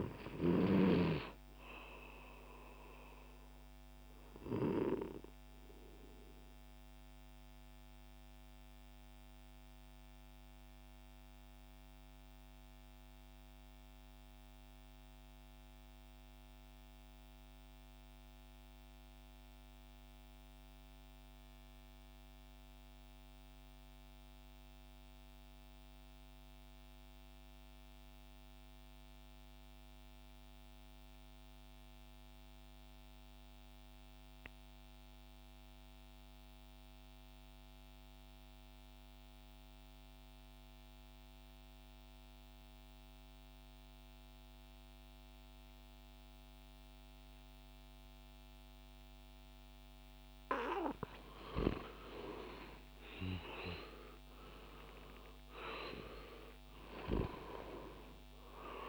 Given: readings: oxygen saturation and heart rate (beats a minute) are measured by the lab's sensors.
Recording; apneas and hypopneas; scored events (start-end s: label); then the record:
breathing in sleep by a microphone on the trachea; 1
0.00-9.50 s: oxygen desaturation (device-marked, oxygen 88% lowest, heart rate 59 extreme)
6.50-50.50 s: mixed apnea (oxygen 96% before, 84% lowest, heart rate 67 before, 59 extreme, up 5 after)
33.50-58.89 s: oxygen desaturation (device-marked, oxygen 98% before, 84% lowest, heart rate 65 before, 59 extreme)
51.50-55.00 s: arousal
From the record:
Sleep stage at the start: N2 (light sleep); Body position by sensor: on the back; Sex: male